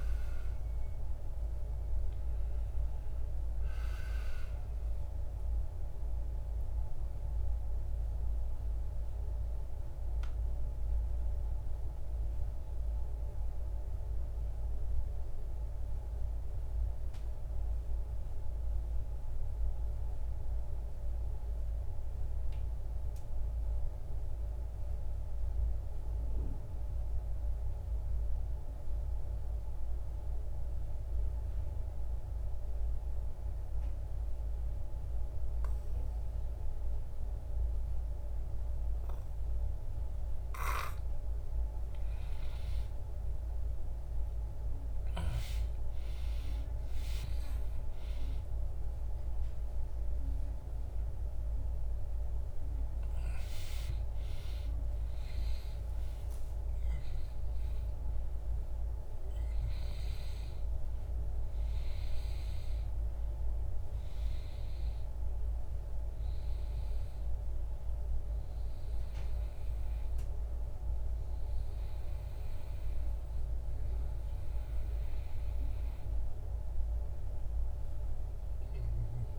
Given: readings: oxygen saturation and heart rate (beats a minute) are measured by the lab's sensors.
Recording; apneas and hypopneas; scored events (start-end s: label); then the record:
breathing in sleep, hard to hear, by a room microphone; 1
0.00-10.00 s: oxygen desaturation (device-marked, oxygen 84% lowest, heart rate 46 extreme)
4.50-40.50 s: mixed apnea (oxygen 95% before, 85% lowest, heart rate 79 before, 42 extreme, up 27 after)
26.00-79.38 s: new sleep stage, N2 (light sleep)
42.00-47.50 s: arousal
78.00-79.38 s: oxygen desaturation (device-marked, oxygen 97% before, 85% lowest, heart rate 76 before, 64 extreme)
From the record:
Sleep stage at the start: N1 (lightest sleep); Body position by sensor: on the back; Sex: male